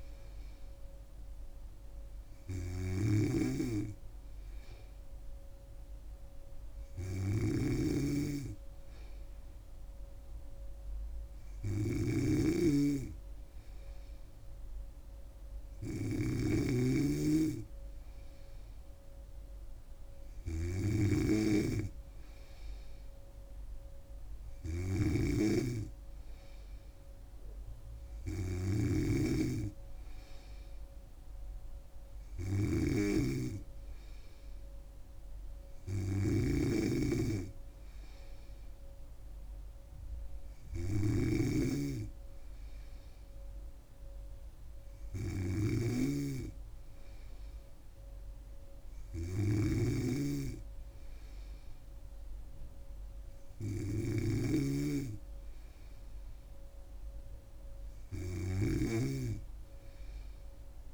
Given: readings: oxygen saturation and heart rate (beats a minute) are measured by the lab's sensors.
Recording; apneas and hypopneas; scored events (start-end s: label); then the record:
breathing in sleep by a room microphone; none
0.00-60.94 s: snoring (device-marked)
From the record:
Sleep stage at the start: N3 (deep sleep); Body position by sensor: on the back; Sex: female